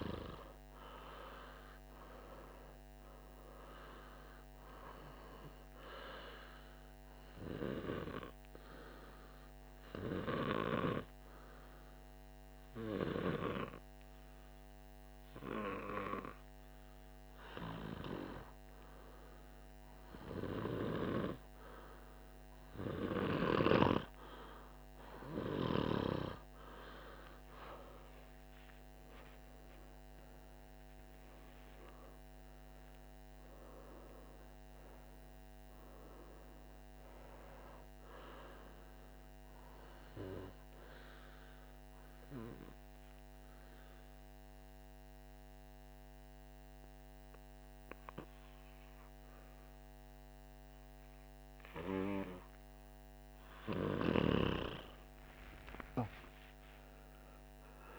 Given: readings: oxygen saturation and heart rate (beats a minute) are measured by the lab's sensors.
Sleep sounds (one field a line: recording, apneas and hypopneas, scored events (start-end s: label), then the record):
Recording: breathing in sleep by a microphone on the trachea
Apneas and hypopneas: 2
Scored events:
8.00-25.50 s: obstructive apnea (oxygen 97% before, 93% lowest, heart rate 56 before, 55 extreme, up 2 after)
27.50-31.00 s: arousal
41.50-52.50 s: obstructive apnea (oxygen 97% before, 93% lowest, heart rate 57 before, 55 extreme, up 1 after)
55.00-57.99 s: arousal
From the record:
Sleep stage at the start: N2 (light sleep)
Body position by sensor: on the back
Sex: male